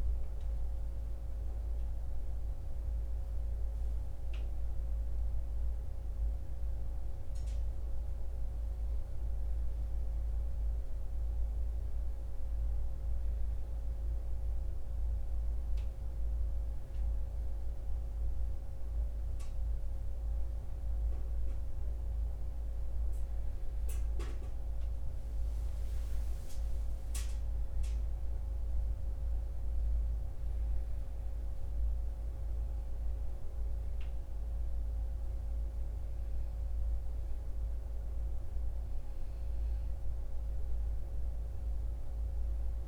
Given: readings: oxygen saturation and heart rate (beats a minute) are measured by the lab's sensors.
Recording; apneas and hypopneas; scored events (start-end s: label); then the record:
a person awake in a sleep study, hard to hear, by a room microphone; none
none scored
From the record:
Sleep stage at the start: awake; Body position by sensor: on the right side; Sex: male